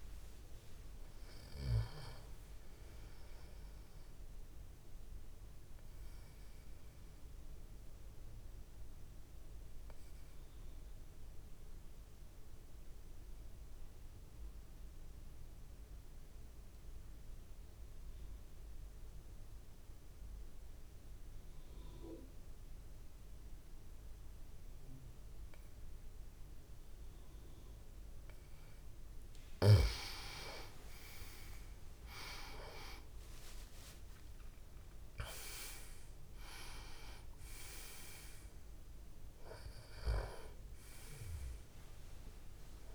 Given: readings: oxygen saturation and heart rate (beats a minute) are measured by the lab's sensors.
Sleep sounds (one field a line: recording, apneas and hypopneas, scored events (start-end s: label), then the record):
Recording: breathing in sleep by a room microphone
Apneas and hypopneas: 1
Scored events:
0.00-6.00 s: oxygen desaturation (device-marked, oxygen 88% lowest)
4.50-28.00 s: obstructive apnea (oxygen 96% before, 89% lowest)
28.00-42.94 s: oxygen desaturation (device-marked, oxygen 97% before, 89% lowest)
32.00-36.00 s: arousal
From the record:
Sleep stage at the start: N2 (light sleep)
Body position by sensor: on the back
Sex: male